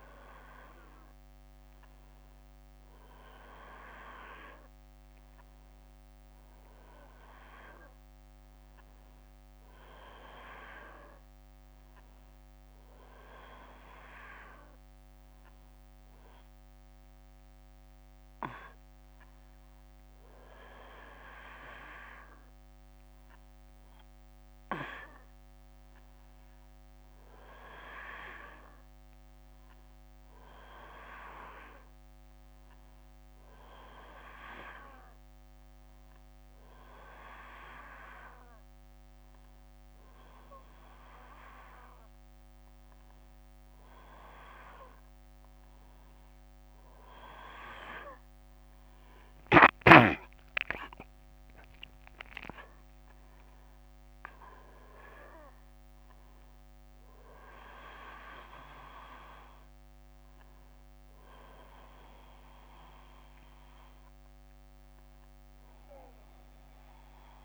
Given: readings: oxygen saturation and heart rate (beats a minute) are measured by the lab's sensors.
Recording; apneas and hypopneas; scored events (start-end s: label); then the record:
a person awake in a sleep study, by a microphone on the trachea; none
none scored
From the record:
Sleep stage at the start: awake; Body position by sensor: on the back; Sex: male